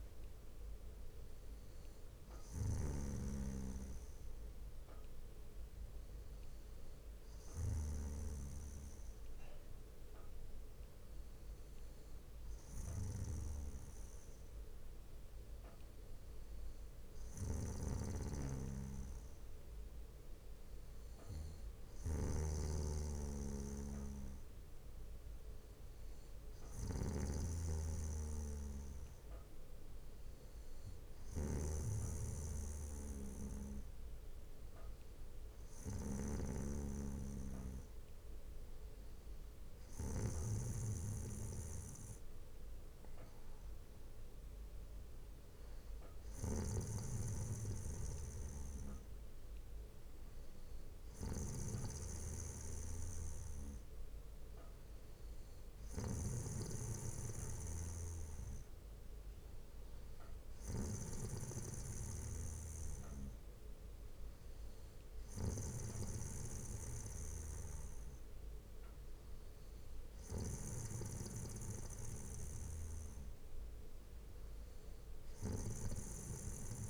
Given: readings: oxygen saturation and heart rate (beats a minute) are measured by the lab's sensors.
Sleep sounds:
breathing in sleep by a room microphone; none
6.50-9.50 s: bradycardia (device-marked, heart rate 63 before, 57 extreme)
20.50-22.50 s: bradycardia (device-marked, heart rate 63 before, 58 extreme)
30.50-32.50 s: bradycardia (device-marked, heart rate 63 before, 62 extreme)
39.50-41.50 s: bradycardia (device-marked, heart rate 63 before, 62 extreme)
49.50-51.50 s: bradycardia (device-marked, heart rate 63 before, 63 extreme)
71.50-73.50 s: bradycardia (device-marked, heart rate 63 before, 57 extreme)
From the record:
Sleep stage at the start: N2 (light sleep); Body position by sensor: on the back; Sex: male

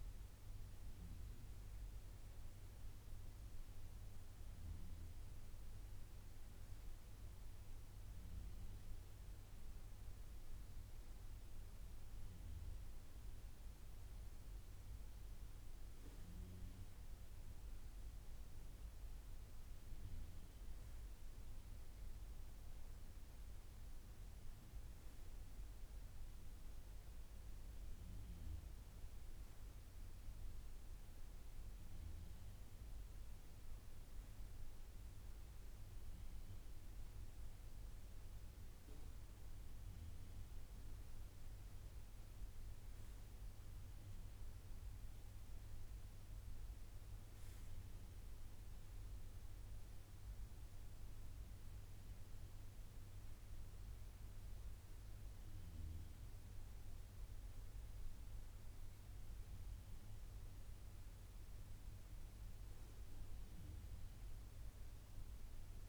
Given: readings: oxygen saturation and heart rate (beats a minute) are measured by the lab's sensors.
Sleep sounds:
breathing in sleep, hard to hear, by a room microphone; none
none scored
From the record:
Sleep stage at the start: N2 (light sleep); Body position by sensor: on the right side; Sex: male

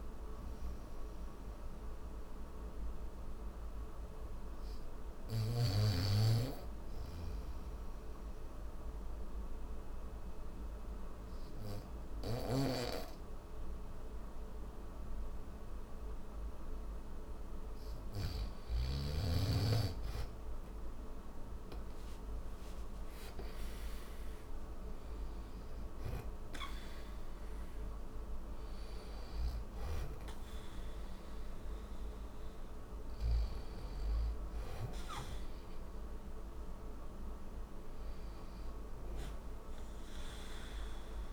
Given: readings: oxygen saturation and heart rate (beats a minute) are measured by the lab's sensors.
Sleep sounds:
breathing in sleep by a room microphone; none
0.00-5.50 s: snoring (device-marked)
12.00-18.00 s: snoring (device-marked)
29.00-33.00 s: snoring (device-marked)
From the record:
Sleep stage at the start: N1 (lightest sleep); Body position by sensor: on the back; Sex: male

